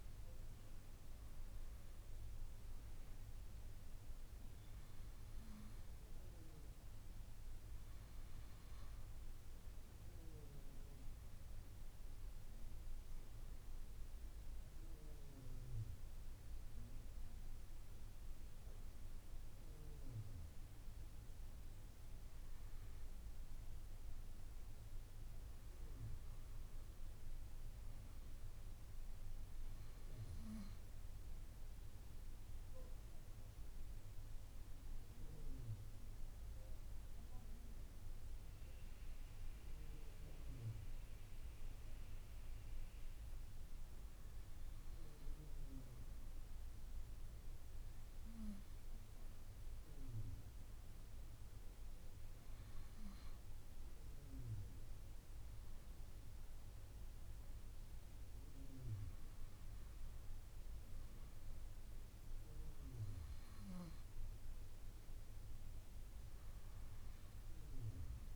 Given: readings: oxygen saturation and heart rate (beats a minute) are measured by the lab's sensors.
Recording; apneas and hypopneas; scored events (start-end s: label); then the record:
breathing in sleep, hard to hear, by a room microphone; none
none scored
From the record:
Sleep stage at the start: N2 (light sleep); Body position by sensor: on the right side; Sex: female